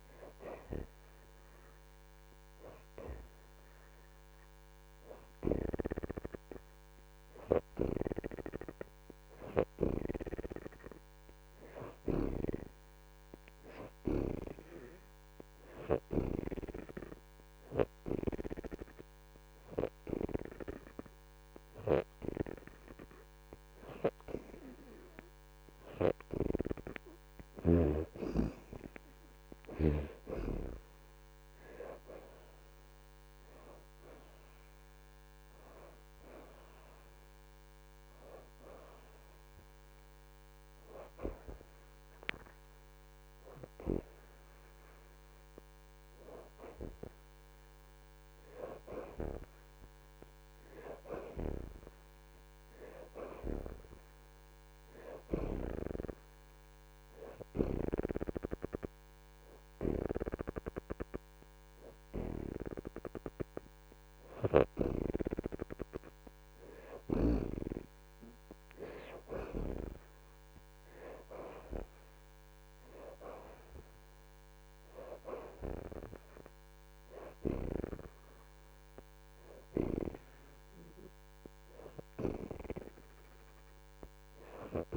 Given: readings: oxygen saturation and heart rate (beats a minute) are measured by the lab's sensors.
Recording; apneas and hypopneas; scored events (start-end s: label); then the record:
breathing in sleep by a microphone on the trachea; 2
0.00-20.00 s: oxygen desaturation (device-marked, oxygen 64% lowest)
17.00-28.00 s: hypopnea (oxygen 71% before, 57% lowest)
25.00-64.00 s: oxygen desaturation (device-marked, oxygen 74% before, 57% lowest)
29.00-33.50 s: arousal
57.50-68.50 s: hypopnea (oxygen 68% before, 58% lowest)
70.50-74.00 s: arousal
80.00-84.97 s: oxygen desaturation (device-marked, oxygen 73% before, 64% lowest)
From the record:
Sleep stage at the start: N2 (light sleep); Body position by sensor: on the back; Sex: female